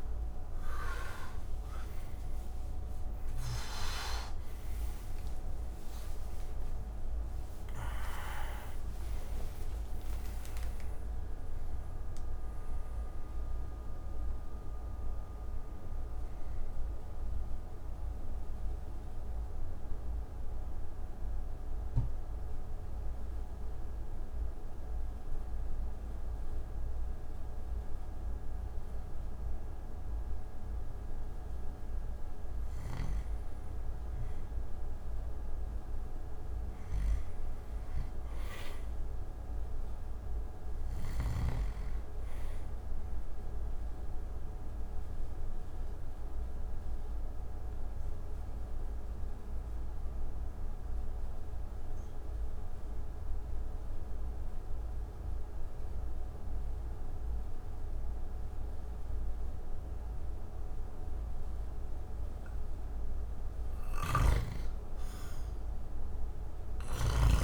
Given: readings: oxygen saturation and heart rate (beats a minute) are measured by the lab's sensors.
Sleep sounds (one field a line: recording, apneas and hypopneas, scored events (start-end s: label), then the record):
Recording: breathing in sleep, hard to hear, by a room microphone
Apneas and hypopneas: 2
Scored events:
0.00-6.00 s: arousal
0.00-33.00 s: oxygen desaturation (device-marked, oxygen 75% lowest)
17.00-32.00 s: central apnea (oxygen 97% before, 75% lowest)
21.00-67.44 s: new sleep stage, N2 (light sleep)
34.00-39.50 s: arousal
44.00-58.00 s: oxygen desaturation (device-marked, oxygen 99% before, 90% lowest)
44.00-61.50 s: obstructive apnea (oxygen 99% before, 86% lowest)
63.00-66.50 s: snoring (device-marked)
65.50-67.44 s: arousal
From the record:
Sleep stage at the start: N1 (lightest sleep)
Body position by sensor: on the back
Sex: male